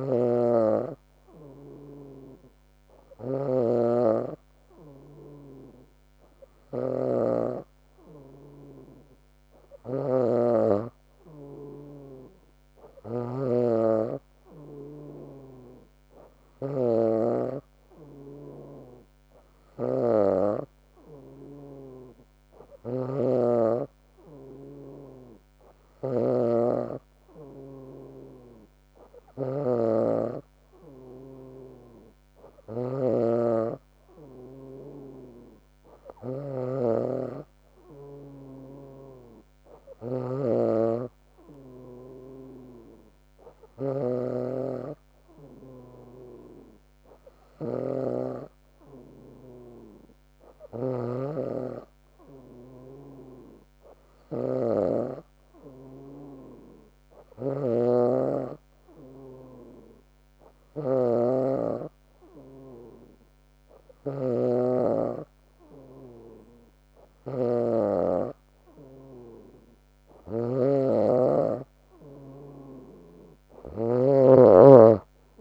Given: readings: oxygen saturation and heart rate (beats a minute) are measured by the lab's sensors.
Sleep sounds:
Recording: a person awake in a sleep study, by a microphone on the trachea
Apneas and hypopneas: none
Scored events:
0.00-4.00 s: snoring (device-marked)
16.00-18.00 s: long interval between heartbeats (device-marked, heart rate 74 before, 82 extreme)
From the record:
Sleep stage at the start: awake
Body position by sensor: on the back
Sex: female

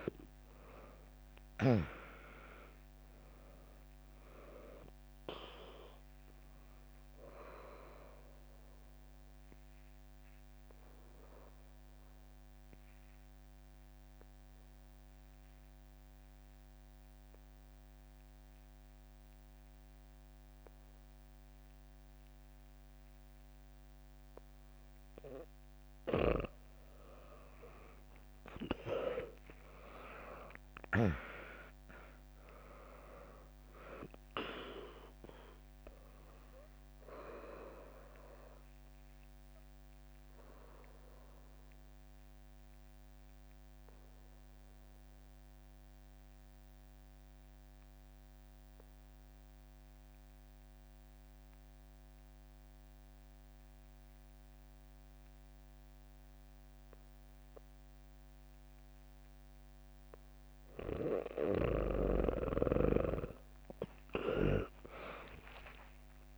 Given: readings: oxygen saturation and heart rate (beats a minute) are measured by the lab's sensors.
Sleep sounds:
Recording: breathing in sleep by a microphone on the trachea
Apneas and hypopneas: 2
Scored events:
0.00-9.50 s: drop in pulse transit time (device-marked, heart rate 61 extreme)
1.50-23.50 s: oxygen desaturation (device-marked, oxygen 100% before, 95% lowest, heart rate 64 before, 60 extreme)
10.00-23.50 s: obstructive apnea (oxygen 100% before, 95% lowest, heart rate 70 before, 60 extreme)
27.00-31.50 s: arousal
28.50-39.50 s: drop in pulse transit time (device-marked, heart rate 70 before, 62 extreme)
39.50-61.50 s: obstructive apnea (oxygen 100% before, 95% lowest, heart rate 65 before, 61 extreme, up 3 after)
63.50-66.38 s: arousal
64.50-66.38 s: drop in pulse transit time (device-marked, heart rate 65 before, 61 extreme)
From the record:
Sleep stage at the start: N2 (light sleep)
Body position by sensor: on the back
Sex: female

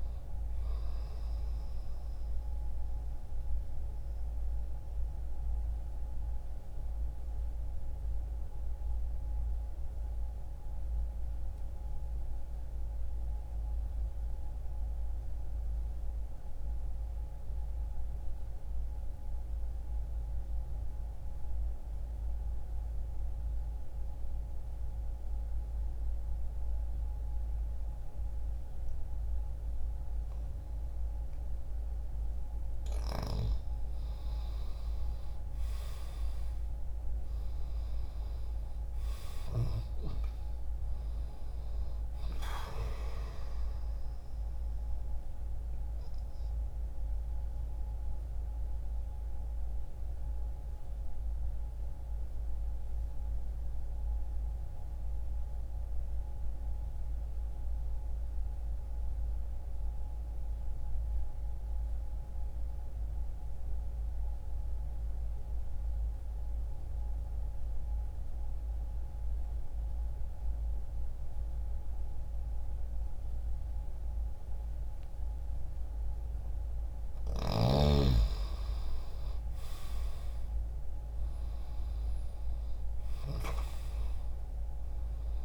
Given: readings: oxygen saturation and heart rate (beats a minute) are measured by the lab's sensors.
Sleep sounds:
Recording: breathing in sleep, hard to hear, by a room microphone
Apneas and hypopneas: 2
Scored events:
0.00-7.00 s: oxygen desaturation (device-marked, oxygen 89% lowest, heart rate 60 extreme)
1.00-31.50 s: mixed apnea (oxygen 96% before, 86% lowest, heart rate 60 before, 60 extreme, up 0 after)
17.00-27.00 s: oxygen desaturation (device-marked, oxygen 90% before, 87% lowest, heart rate 60 before, 60 extreme)
33.50-38.50 s: arousal
45.00-75.00 s: obstructive apnea (oxygen 97% before, 82% lowest, heart rate 60 before, 60 extreme, up 10 after)
57.00-70.00 s: oxygen desaturation (device-marked, oxygen 92% before, 86% lowest, heart rate 60 before, 60 extreme)
77.00-81.50 s: arousal
80.00-85.45 s: oxygen desaturation (device-marked, oxygen 96% before, 90% lowest, heart rate 63 before, 60 extreme)
From the record:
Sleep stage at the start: N2 (light sleep)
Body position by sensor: on the left side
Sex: male

